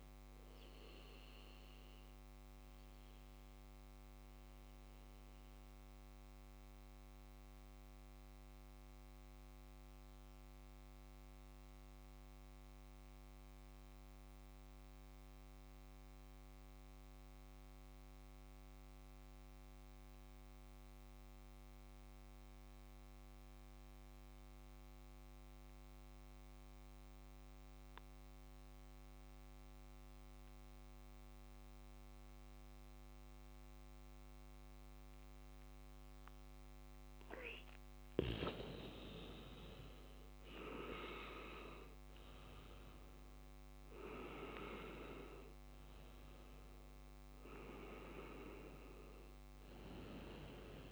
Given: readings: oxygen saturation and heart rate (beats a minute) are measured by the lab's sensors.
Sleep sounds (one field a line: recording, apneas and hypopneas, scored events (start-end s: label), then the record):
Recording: breathing in sleep by a microphone on the trachea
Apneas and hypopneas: 1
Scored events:
4.00-38.00 s: mixed apnea (oxygen 97% before, 93% lowest, heart rate 60 before, 58 extreme, up 5 after)
39.00-43.00 s: arousal
41.50-50.92 s: oxygen desaturation (device-marked, oxygen 98% before, 94% lowest, heart rate 63 before, 59 extreme)
From the record:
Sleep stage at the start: N2 (light sleep)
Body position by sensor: on the back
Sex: male